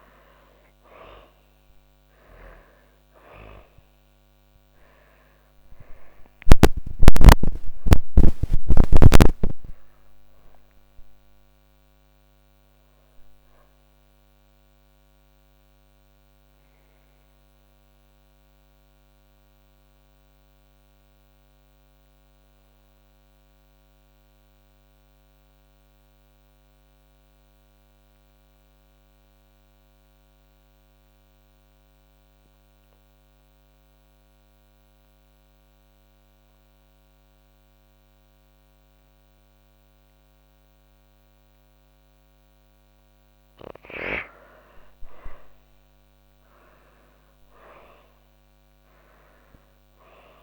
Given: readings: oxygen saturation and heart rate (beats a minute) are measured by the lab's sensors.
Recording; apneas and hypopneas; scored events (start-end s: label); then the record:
breathing in sleep by a microphone on the trachea; 1
0.00-3.00 s: arousal
0.00-28.50 s: oxygen desaturation (device-marked, oxygen 82% lowest)
16.00-40.50 s: obstructive apnea (oxygen 97% before, 82% lowest)
42.50-50.43 s: oxygen desaturation (device-marked, oxygen 98% before, 84% lowest)
43.00-48.50 s: arousal
From the record:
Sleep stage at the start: N2 (light sleep); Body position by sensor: on the back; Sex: female